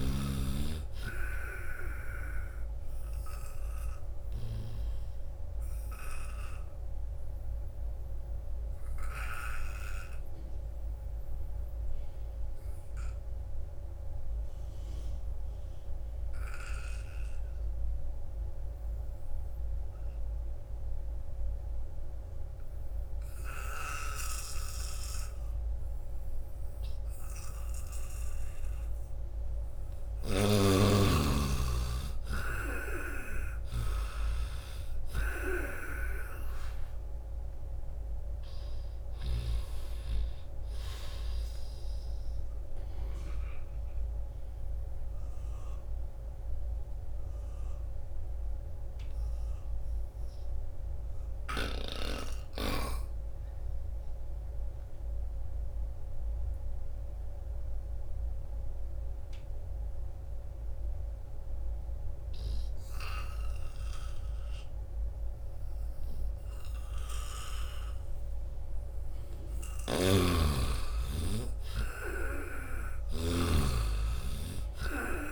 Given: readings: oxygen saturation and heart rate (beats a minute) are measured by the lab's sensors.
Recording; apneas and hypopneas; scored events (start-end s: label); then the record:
breathing in sleep by a room microphone; 2
0.00-21.00 s: oxygen desaturation (device-marked, oxygen 85% lowest, heart rate 64 extreme)
4.50-29.00 s: obstructive apnea (oxygen 97% before, 83% lowest, heart rate 78 before, 64 extreme, up 9 after)
23.00-57.00 s: oxygen desaturation (device-marked, oxygen 97% before, 83% lowest, heart rate 82 before, 64 extreme)
30.00-39.50 s: snoring (device-marked)
31.50-36.00 s: arousal
43.50-69.00 s: obstructive apnea (oxygen 97% before, 81% lowest, heart rate 75 before, 74 extreme, up 5 after)
68.00-75.32 s: oxygen desaturation (device-marked, oxygen 98% before, 84% lowest, heart rate 80 before, 65 extreme)
69.50-73.50 s: snoring (device-marked)
71.00-73.50 s: arousal
From the record:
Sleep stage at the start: N2 (light sleep); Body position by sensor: on the back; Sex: male